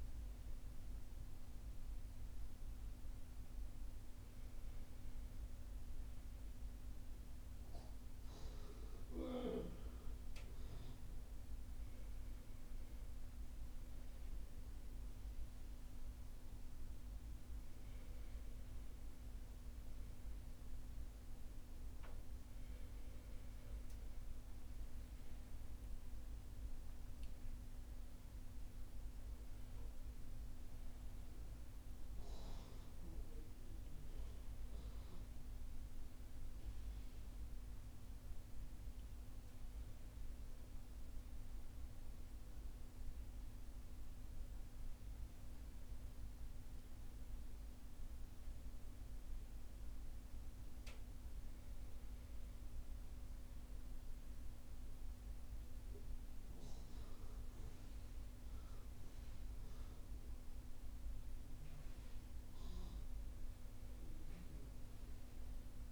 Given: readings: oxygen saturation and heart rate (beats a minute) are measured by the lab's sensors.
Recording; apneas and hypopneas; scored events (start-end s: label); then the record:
breathing in sleep, hard to hear, by a room microphone; none
24.50-29.00 s: arousal
From the record:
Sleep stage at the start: N1 (lightest sleep); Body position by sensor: on the back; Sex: male